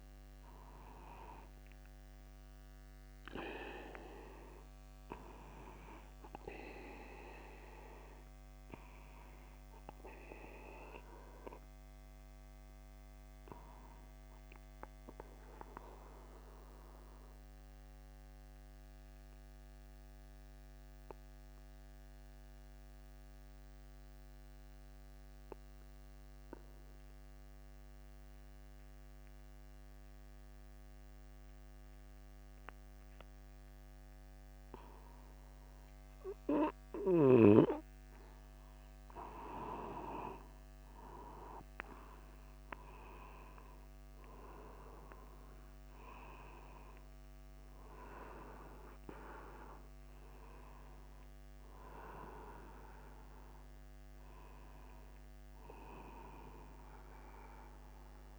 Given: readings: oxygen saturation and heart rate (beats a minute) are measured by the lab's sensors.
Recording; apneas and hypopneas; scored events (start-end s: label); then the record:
breathing in sleep by a microphone on the trachea; 1
15.00-37.50 s: obstructive apnea (oxygen 97% before, 93% lowest, heart rate 57 before, 50 extreme, up 26 after)
33.00-35.00 s: long interval between heartbeats (device-marked, heart rate 51 before, 59 extreme)
36.50-38.50 s: long interval between heartbeats (device-marked, heart rate 52 before, 67 extreme)
39.00-41.00 s: long interval between heartbeats (device-marked, heart rate 54 before, 68 extreme)
42.00-47.50 s: arousal
From the record:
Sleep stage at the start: N2 (light sleep); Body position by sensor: upright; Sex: male